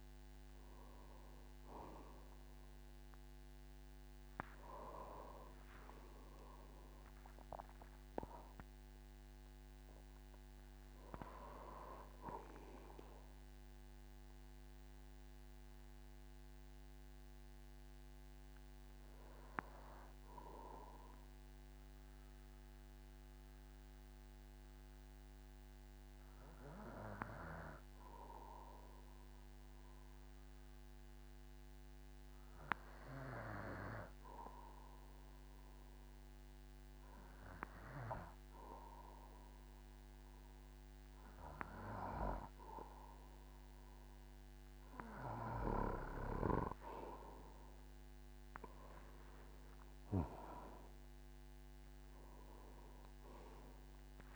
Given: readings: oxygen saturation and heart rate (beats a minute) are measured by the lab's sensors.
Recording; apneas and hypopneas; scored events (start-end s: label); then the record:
breathing in sleep by a microphone on the trachea; 1
0.00-30.50 s: oxygen desaturation (device-marked, oxygen 92% lowest, heart rate 46 extreme)
20.50-41.50 s: obstructive apnea (oxygen 97% before, 92% lowest, heart rate 55 before, 47 extreme, up 3 after)
44.50-54.36 s: oxygen desaturation (device-marked, oxygen 98% before, 92% lowest, heart rate 50 before, 48 extreme)
49.50-51.50 s: long interval between heartbeats (device-marked, heart rate 51 before, 65 extreme)
51.50-54.36 s: tachycardia (device-marked, heart rate 53 before, 121 extreme)
52.50-54.36 s: arousal
From the record:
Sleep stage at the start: N2 (light sleep); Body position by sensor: on the back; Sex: male